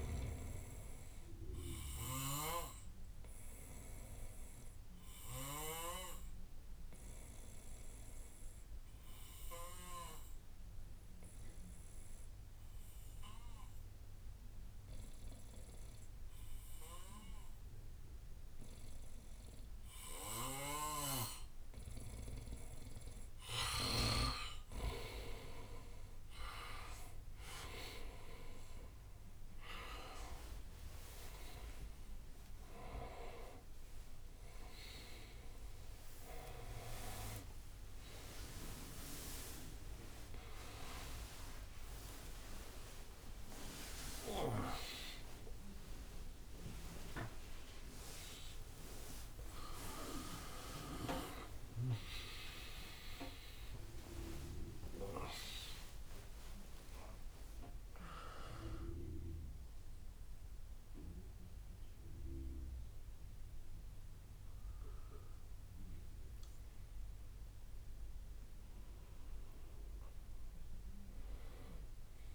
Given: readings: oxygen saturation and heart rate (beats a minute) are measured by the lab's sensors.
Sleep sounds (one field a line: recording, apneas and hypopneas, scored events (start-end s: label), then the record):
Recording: a person awake in a sleep study, by a room microphone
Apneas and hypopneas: 1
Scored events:
2.00-5.50 s: snoring (device-marked)
4.00-22.50 s: obstructive apnea (oxygen 98% before, 90% lowest, heart rate 65 before, 61 extreme, up 17 after)
20.50-24.00 s: snoring (device-marked)
24.00-45.00 s: oxygen desaturation (device-marked, oxygen 96% before, 90% lowest, heart rate 62 before, 74 extreme)
25.00-72.35 s: new sleep stage, awake
30.00-63.00 s: drop in pulse transit time (device-marked, heart rate 65 before, 79 extreme)
33.50-35.50 s: long interval between heartbeats (device-marked, heart rate 68 before, 92 extreme)
36.00-59.00 s: tachycardia (device-marked, heart rate 64 before, 159 extreme)
39.00-41.00 s: long interval between heartbeats (device-marked, heart rate 77 before, 105 extreme)
44.00-46.00 s: long interval between heartbeats (device-marked, heart rate 90 before, 130 extreme)
48.00-50.00 s: long interval between heartbeats (device-marked, heart rate 103 before, 147 extreme)
51.00-53.00 s: long interval between heartbeats (device-marked, heart rate 114 before, 140 extreme)
55.50-57.50 s: long interval between heartbeats (device-marked, heart rate 125 before, 157 extreme)
From the record:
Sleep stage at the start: N2 (light sleep)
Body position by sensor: on the back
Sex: male